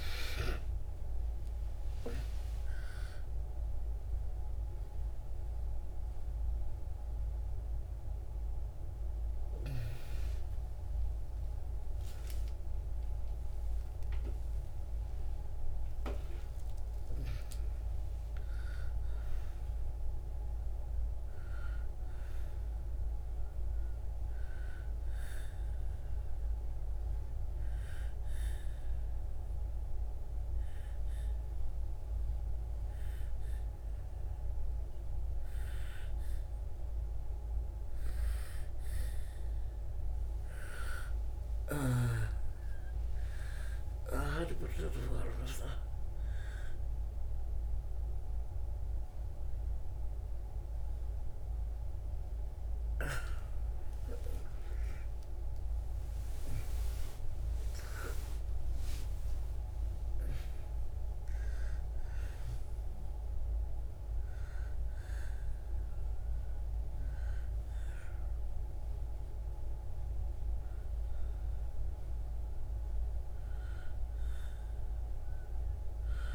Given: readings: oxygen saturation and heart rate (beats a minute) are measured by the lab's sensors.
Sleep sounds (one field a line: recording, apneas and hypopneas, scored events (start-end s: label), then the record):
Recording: breathing in sleep by a room microphone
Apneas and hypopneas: 1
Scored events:
0.00-3.00 s: arousal
0.00-25.00 s: oxygen desaturation (device-marked, oxygen 81% lowest, heart rate 61 extreme)
26.00-38.00 s: obstructive apnea (oxygen 98% before, 92% lowest, heart rate 85 before, 66 extreme, up 12 after)
40.50-44.50 s: arousal
44.00-63.00 s: oxygen desaturation (device-marked, oxygen 97% before, 92% lowest, heart rate 67 before, 66 extreme)
45.00-76.35 s: new sleep stage, N1 (lightest sleep)
From the record:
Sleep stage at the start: N2 (light sleep)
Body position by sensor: on the back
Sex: female